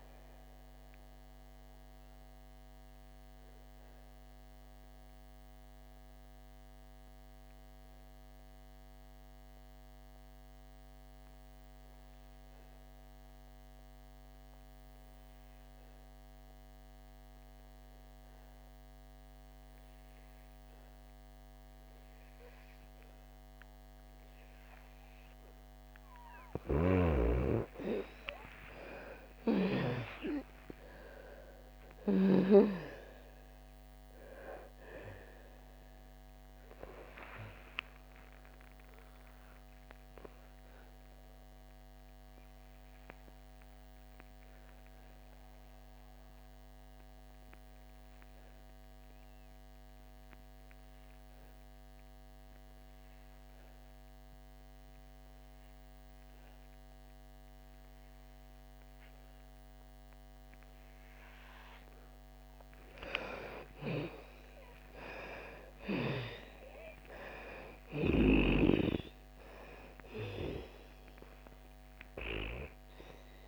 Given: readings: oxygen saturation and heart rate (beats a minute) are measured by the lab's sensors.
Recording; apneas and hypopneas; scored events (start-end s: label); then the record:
breathing in sleep by a microphone on the trachea; 2
0.00-16.50 s: oxygen desaturation (device-marked, oxygen 78% lowest, heart rate 56 extreme)
0.50-24.50 s: obstructive apnea (oxygen 98% before, 78% lowest, heart rate 67 before, 56 extreme, up 20 after)
18.50-53.50 s: oxygen desaturation (device-marked, oxygen 99% before, 80% lowest, heart rate 62 before, 59 extreme)
27.00-30.50 s: arousal
40.50-62.00 s: obstructive apnea (oxygen 99% before, 78% lowest, heart rate 71 before, 59 extreme, up 16 after)
60.50-73.48 s: oxygen desaturation (device-marked, oxygen 98% before, 82% lowest, heart rate 63 before, 59 extreme)
63.50-69.00 s: arousal
From the record:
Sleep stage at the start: N2 (light sleep); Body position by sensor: on the back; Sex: female